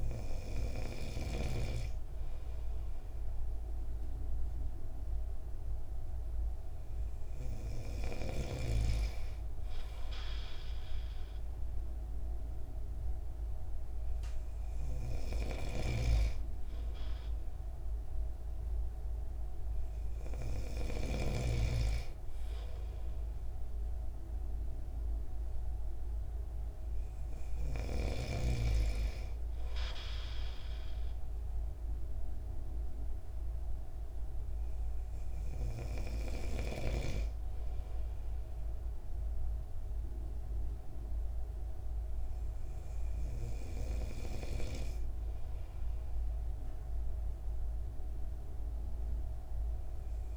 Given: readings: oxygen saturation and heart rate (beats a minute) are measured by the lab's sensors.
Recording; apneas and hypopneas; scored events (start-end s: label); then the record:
breathing in sleep by a room microphone; none
15.50-21.00 s: snoring (device-marked)
From the record:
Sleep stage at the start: N2 (light sleep); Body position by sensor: on the right side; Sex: male